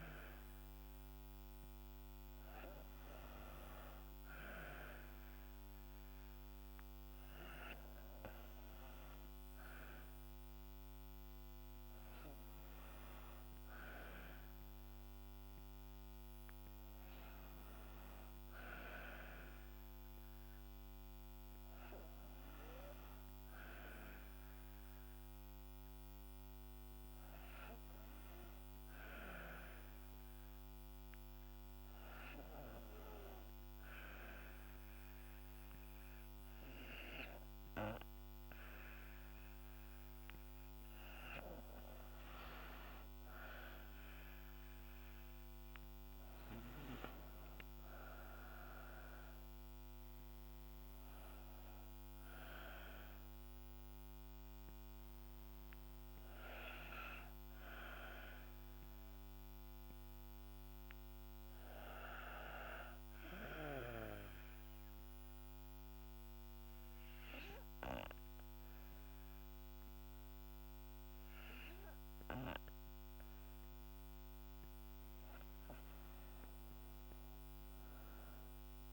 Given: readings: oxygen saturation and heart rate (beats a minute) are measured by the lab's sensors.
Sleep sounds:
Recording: breathing in sleep by a microphone on the trachea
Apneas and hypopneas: 2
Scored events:
30.50-41.00 s: obstructive apnea (oxygen 92% before, 86% lowest, heart rate 67 before, 57 extreme, up 2 after)
44.00-47.00 s: arousal
46.00-67.00 s: oxygen desaturation (device-marked, oxygen 93% before, 86% lowest, heart rate 66 before, 57 extreme)
63.00-74.50 s: obstructive apnea (oxygen 93% before, 86% lowest, heart rate 64 before, 58 extreme, up 8 after)
76.50-78.93 s: arousal
From the record:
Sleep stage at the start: N2 (light sleep)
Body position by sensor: on the back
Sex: female

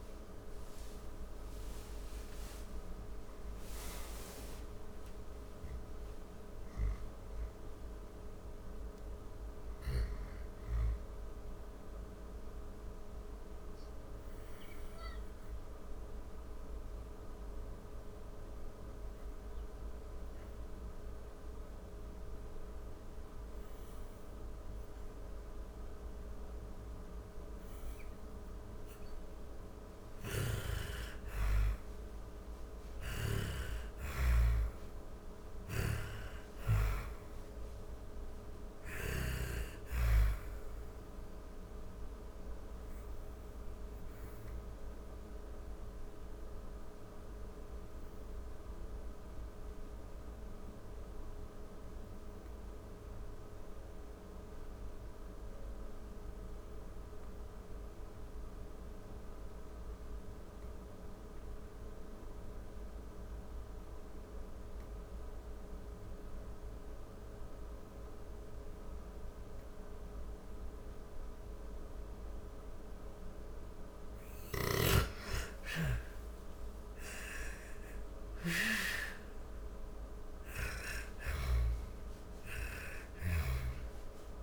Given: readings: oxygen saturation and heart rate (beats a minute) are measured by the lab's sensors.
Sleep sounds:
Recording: breathing in sleep by a room microphone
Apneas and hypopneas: 2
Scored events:
0.00-2.00 s: arousal
0.00-14.50 s: oxygen desaturation (device-marked, oxygen 74% lowest, heart rate 56 extreme)
11.50-28.50 s: obstructive apnea (oxygen 88% before, 89% lowest, heart rate 93 before, 35 extreme, up 24 after)
30.00-34.00 s: arousal
31.50-49.50 s: oxygen desaturation (device-marked, oxygen 98% before, 89% lowest, heart rate 68 before, 35 extreme)
43.00-69.50 s: obstructive apnea (oxygen 99% before, 86% lowest, heart rate 66 before, 44 extreme)
65.50-84.43 s: oxygen desaturation (device-marked, oxygen 98% before, 86% lowest, heart rate 54 before, 38 extreme)
72.50-80.00 s: snoring (device-marked)
74.00-78.50 s: arousal
From the record:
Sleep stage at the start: N2 (light sleep)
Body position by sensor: on the back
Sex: female

